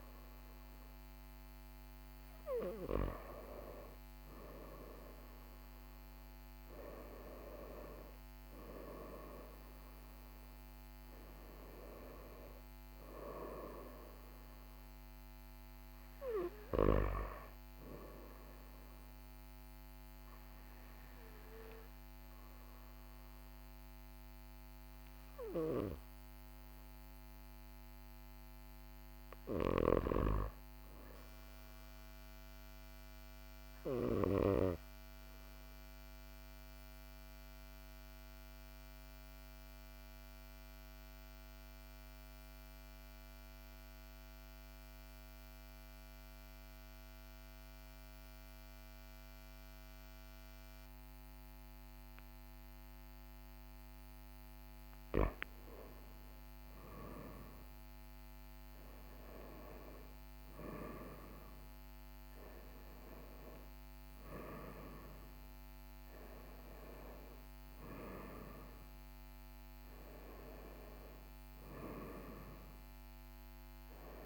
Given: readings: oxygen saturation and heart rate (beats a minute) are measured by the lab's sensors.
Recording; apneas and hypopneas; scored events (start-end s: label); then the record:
breathing in sleep by a microphone on the trachea; 1
37.00-54.50 s: obstructive apnea (oxygen 99% before, 94% lowest, heart rate 41 before, 41 extreme, up 1 after)
55.50-60.50 s: arousal
From the record:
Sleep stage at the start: REM sleep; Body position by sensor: on the back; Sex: male